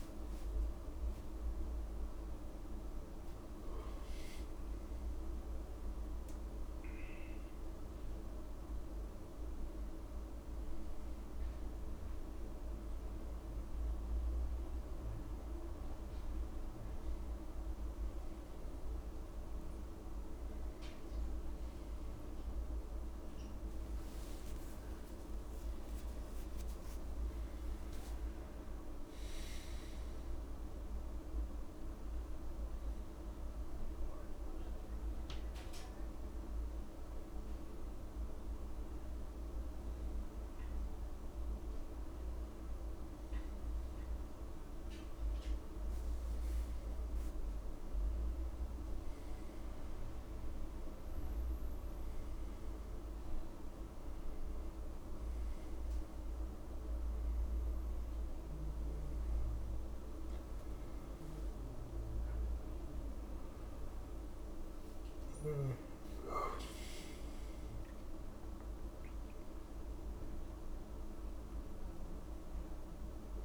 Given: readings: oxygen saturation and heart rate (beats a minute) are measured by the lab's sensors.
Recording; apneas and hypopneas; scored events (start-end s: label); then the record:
a person awake in a sleep study, hard to hear, by a room microphone; none
0.50-2.50 s: long interval between heartbeats (device-marked, heart rate 52 before, 28 extreme)
24.50-26.50 s: long interval between heartbeats (device-marked)
73.00-73.45 s: new sleep stage, N1 (lightest sleep)
From the record:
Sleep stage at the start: awake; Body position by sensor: on the back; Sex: male